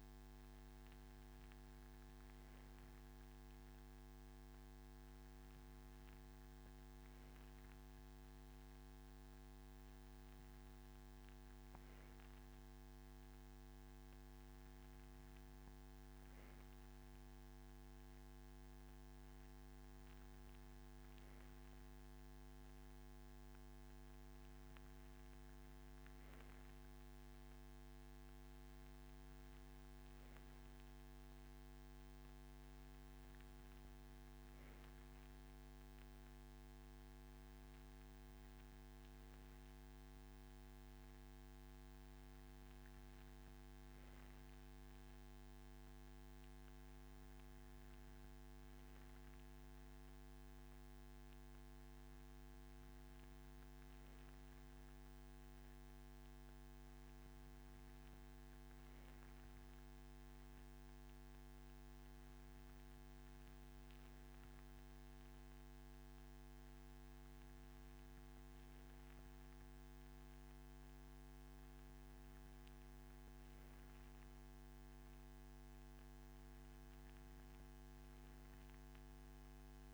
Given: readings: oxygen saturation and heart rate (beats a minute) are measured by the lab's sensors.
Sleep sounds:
breathing in sleep, hard to hear, by a microphone on the trachea; none
none scored
From the record:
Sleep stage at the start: N3 (deep sleep); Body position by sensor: on the right side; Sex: male

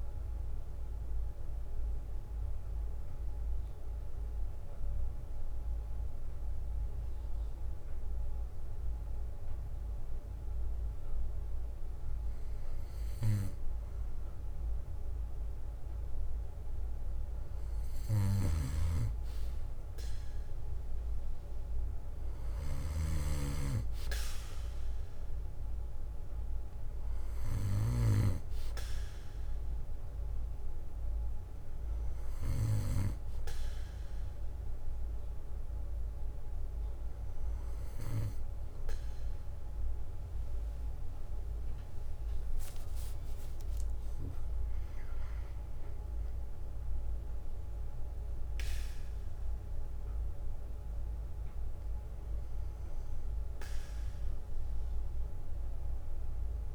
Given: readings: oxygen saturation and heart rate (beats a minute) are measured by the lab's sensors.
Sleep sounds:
breathing in sleep by a room microphone; 1
0.00-16.50 s: oxygen desaturation (device-marked, oxygen 93% lowest, heart rate 52 extreme)
0.00-24.50 s: bradycardia (device-marked, heart rate 52 extreme)
0.50-12.50 s: mixed apnea (oxygen 97% before, 93% lowest, heart rate 60 before, 56 extreme, up 6 after)
19.50-22.50 s: arousal
26.50-28.50 s: bradycardia (device-marked, heart rate 61 before, 59 extreme)
35.50-46.50 s: oxygen desaturation (device-marked, oxygen 96% before, 93% lowest, heart rate 60 before, 58 extreme)
From the record:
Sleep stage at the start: N2 (light sleep); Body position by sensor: on the back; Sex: male

